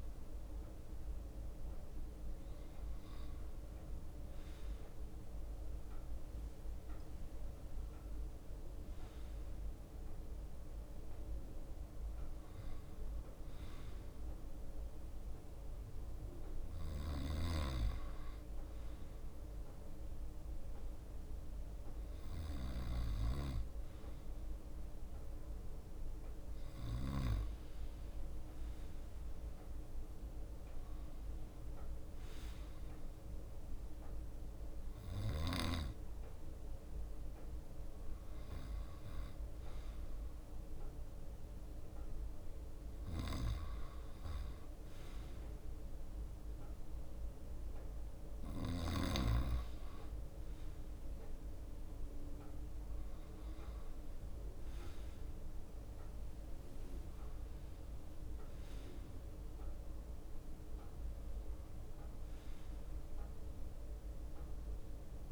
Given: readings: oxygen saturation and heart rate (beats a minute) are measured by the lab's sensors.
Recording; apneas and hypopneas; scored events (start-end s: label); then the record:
breathing in sleep by a room microphone; none
6.00-12.00 s: leg movement (device-marked)
27.50-30.00 s: leg movement (device-marked)
51.00-65.32 s: drop in pulse transit time (device-marked, heart rate 63 before, 64 extreme)
55.50-60.00 s: leg movement (device-marked)
From the record:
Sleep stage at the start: N2 (light sleep); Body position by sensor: on the right side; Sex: male